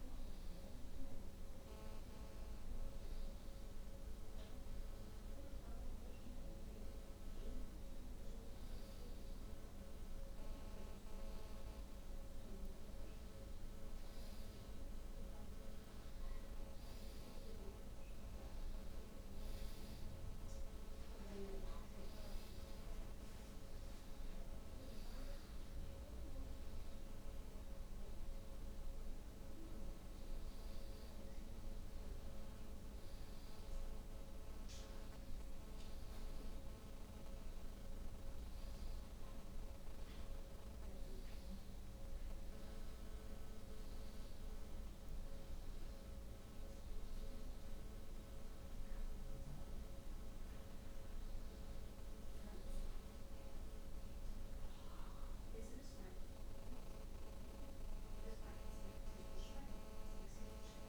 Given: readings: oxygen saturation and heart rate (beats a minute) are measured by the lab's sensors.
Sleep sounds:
breathing in sleep, hard to hear, by a room microphone; none
none scored
From the record:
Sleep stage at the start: N2 (light sleep); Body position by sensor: on the back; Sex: female

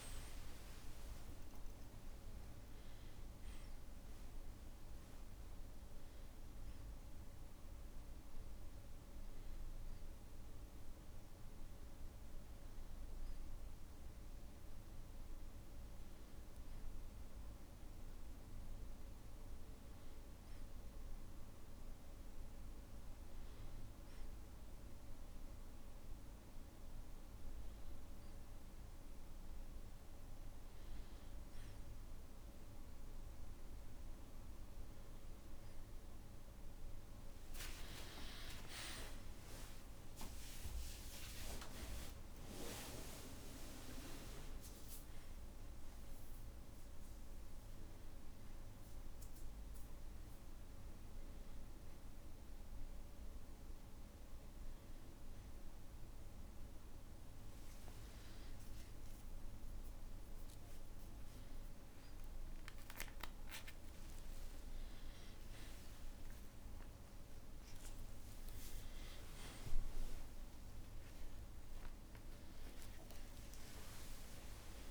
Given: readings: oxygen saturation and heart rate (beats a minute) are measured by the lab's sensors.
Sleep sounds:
breathing in sleep by a room microphone; none
57.50-66.50 s: tachycardia (device-marked, heart rate 79 before, 142 extreme)
58.50-74.91 s: new sleep stage, N2 (light sleep)
62.00-64.00 s: long interval between heartbeats (device-marked, heart rate 69 before, 129 extreme)
65.50-67.50 s: long interval between heartbeats (device-marked, heart rate 83 before, 132 extreme)
67.50-69.50 s: long interval between heartbeats (device-marked, heart rate 90 before, 109 extreme)
67.50-72.50 s: arousal
From the record:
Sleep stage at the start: N1 (lightest sleep); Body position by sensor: on the back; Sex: male

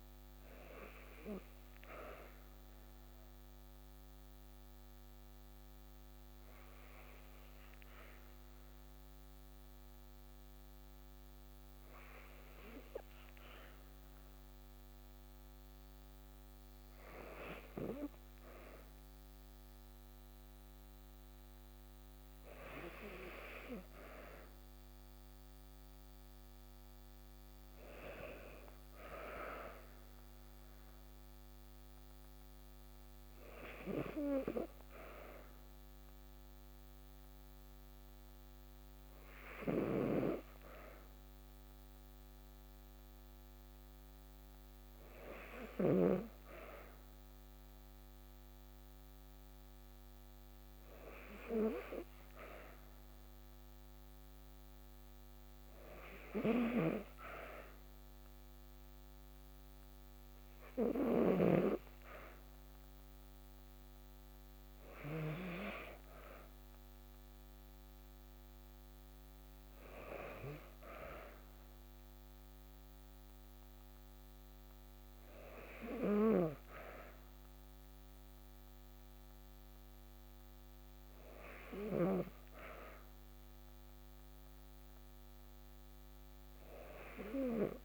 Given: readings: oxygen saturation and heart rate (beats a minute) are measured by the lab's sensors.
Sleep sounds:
breathing in sleep by a microphone on the trachea; 1
2.00-15.50 s: hypopnea (oxygen 93% before, 90% lowest, heart rate 58 before, 53 extreme, up 1 after)
18.00-21.50 s: arousal
39.00-45.50 s: snoring (device-marked)
From the record:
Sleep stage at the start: N2 (light sleep); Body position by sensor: on the back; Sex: female

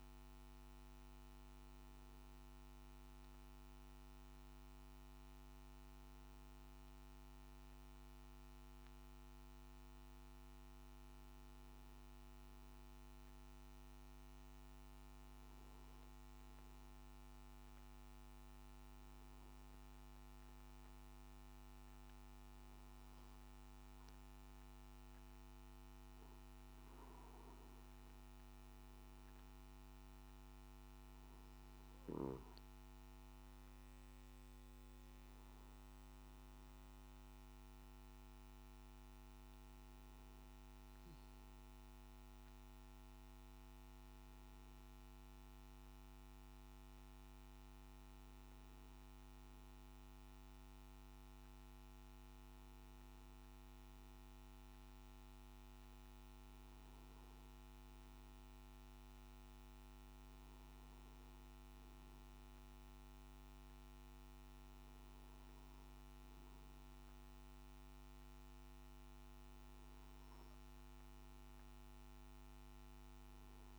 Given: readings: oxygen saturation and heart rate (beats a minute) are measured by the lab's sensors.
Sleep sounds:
breathing in sleep, hard to hear, by a microphone on the trachea; none
none scored
From the record:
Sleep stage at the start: N3 (deep sleep); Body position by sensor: on the back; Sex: male

